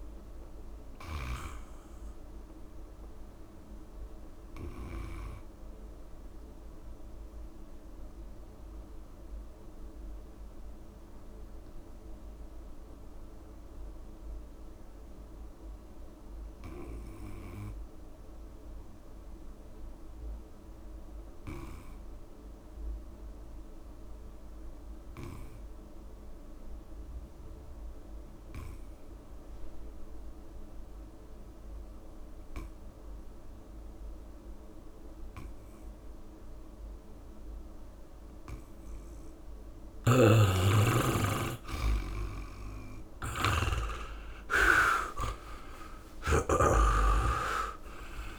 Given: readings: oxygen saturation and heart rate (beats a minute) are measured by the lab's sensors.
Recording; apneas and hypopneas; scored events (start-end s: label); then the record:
breathing in sleep by a room microphone; 1
0.00-18.00 s: oxygen desaturation (device-marked, oxygen 81% lowest, heart rate 38 extreme)
4.00-40.00 s: obstructive apnea (oxygen 99% before, 76% lowest, heart rate 58 before, 46 extreme, up 4 after)
6.50-8.50 s: long interval between heartbeats (device-marked, heart rate 56 before, 66 extreme)
23.00-25.00 s: long interval between heartbeats (device-marked, heart rate 61 before, 66 extreme)
29.00-48.39 s: oxygen desaturation (device-marked, oxygen 99% before, 76% lowest, heart rate 62 before, 30 extreme)
36.50-38.50 s: long interval between heartbeats (device-marked, heart rate 64 before, 67 extreme)
39.50-46.50 s: snoring (device-marked)
44.00-46.00 s: long interval between heartbeats (device-marked, heart rate 60 before, 56 extreme)
45.00-48.39 s: arousal
From the record:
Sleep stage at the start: N2 (light sleep); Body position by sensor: on the back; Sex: male